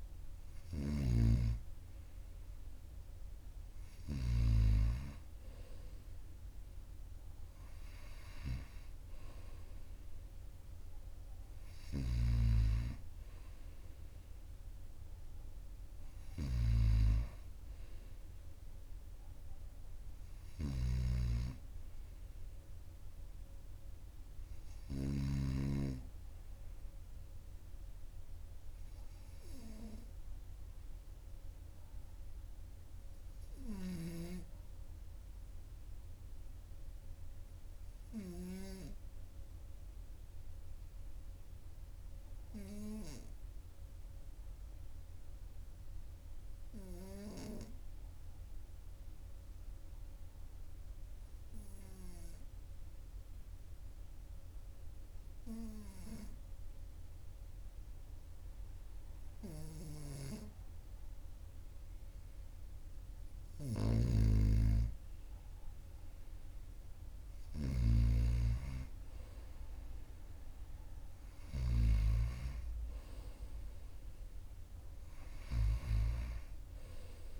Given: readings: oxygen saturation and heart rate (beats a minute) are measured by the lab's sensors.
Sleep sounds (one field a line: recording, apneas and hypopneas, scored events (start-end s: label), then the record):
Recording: breathing in sleep by a room microphone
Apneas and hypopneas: 1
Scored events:
0.00-4.00 s: snoring (device-marked)
11.50-25.00 s: snoring (device-marked)
39.00-62.00 s: hypopnea (oxygen 98% before, 94% lowest, heart rate 43 before, 42 extreme, up 2 after)
62.50-66.50 s: arousal
63.00-71.50 s: snoring (device-marked)
From the record:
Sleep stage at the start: N2 (light sleep)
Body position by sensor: on the right side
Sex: male